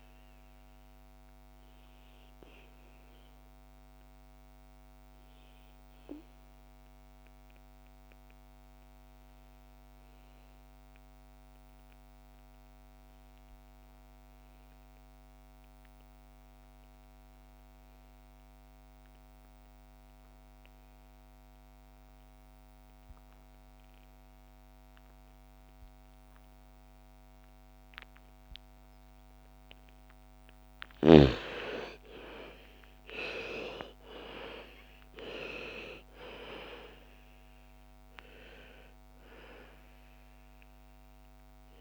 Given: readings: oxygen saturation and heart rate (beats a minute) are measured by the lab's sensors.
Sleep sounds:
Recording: breathing in sleep by a microphone on the trachea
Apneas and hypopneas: 1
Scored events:
0.00-16.00 s: oxygen desaturation (device-marked, oxygen 90% lowest, heart rate 55 extreme)
1.50-29.50 s: obstructive apnea (oxygen 99% before, 78% lowest, heart rate 61 before, 55 extreme, up 16 after)
21.00-41.81 s: oxygen desaturation (device-marked, oxygen 99% before, 78% lowest, heart rate 59 before, 56 extreme)
31.00-34.50 s: arousal
From the record:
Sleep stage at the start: N2 (light sleep)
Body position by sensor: on the back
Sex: female

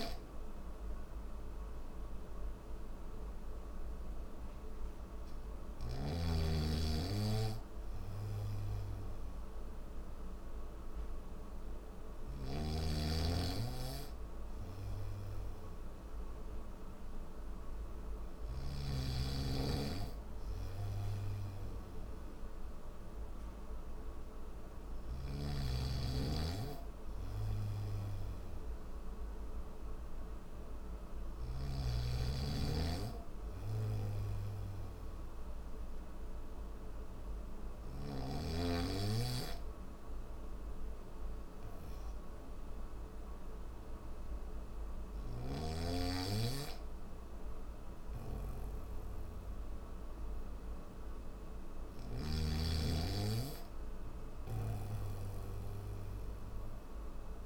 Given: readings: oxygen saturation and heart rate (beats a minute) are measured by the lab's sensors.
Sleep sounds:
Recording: breathing in sleep by a room microphone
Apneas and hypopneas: none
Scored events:
11.50-18.00 s: snoring (device-marked)
24.50-31.00 s: snoring (device-marked)
44.50-57.46 s: snoring (device-marked)
From the record:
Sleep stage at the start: N3 (deep sleep)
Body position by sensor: on the back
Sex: male

